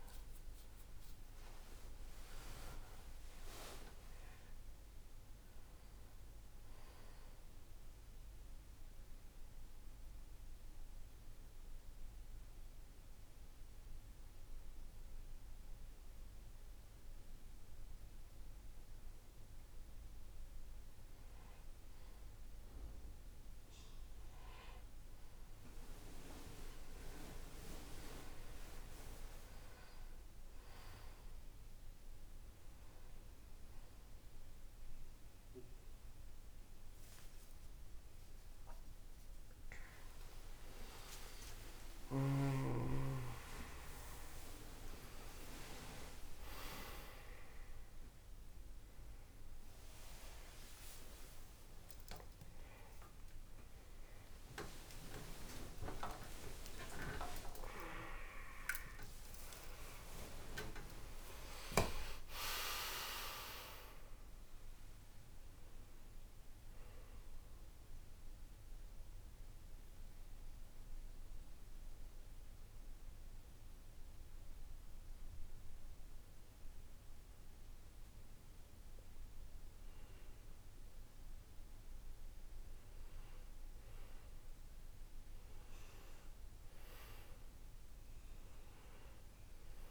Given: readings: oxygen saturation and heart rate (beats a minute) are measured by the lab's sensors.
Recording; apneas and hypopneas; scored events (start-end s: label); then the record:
breathing in sleep by a room microphone; 2
0.00-2.50 s: oxygen desaturation (device-marked, oxygen 91% lowest, heart rate 54 extreme)
2.00-6.50 s: arousal
9.00-20.00 s: obstructive apnea (oxygen 97% before, 93% lowest, heart rate 67 before, 54 extreme, up 12 after)
20.50-89.91 s: new sleep stage, N1 (lightest sleep)
27.50-46.50 s: oxygen desaturation (device-marked, oxygen 96% before, 93% lowest, heart rate 62 before, 67 extreme)
39.00-45.00 s: arousal
54.50-60.00 s: arousal
56.50-58.50 s: long interval between heartbeats (device-marked, heart rate 74 before, 97 extreme)
67.00-78.50 s: central apnea (oxygen 98% before, 92% lowest, heart rate 85 before, 54 extreme, up 3 after)
80.50-85.00 s: arousal
From the record:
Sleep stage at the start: N2 (light sleep); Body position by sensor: on the right side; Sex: male